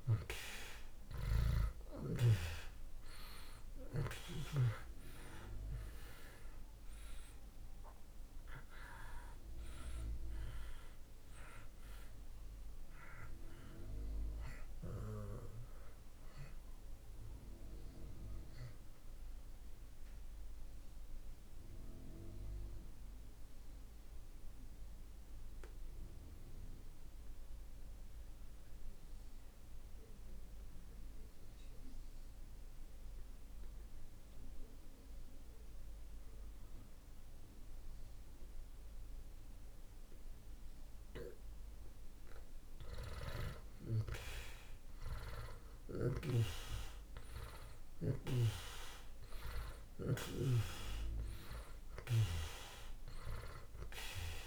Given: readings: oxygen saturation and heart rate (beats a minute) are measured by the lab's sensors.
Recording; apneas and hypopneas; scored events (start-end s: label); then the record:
breathing in sleep by a room microphone; 1
0.00-4.00 s: arousal
0.00-36.50 s: oxygen desaturation (device-marked, oxygen 74% lowest)
19.00-41.00 s: mixed apnea (oxygen 97% before, 74% lowest)
43.00-48.00 s: arousal
45.00-49.50 s: snoring (device-marked)
48.50-54.47 s: oxygen desaturation (device-marked, oxygen 96% before, 78% lowest)
From the record:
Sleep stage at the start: N2 (light sleep); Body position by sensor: on the back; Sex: male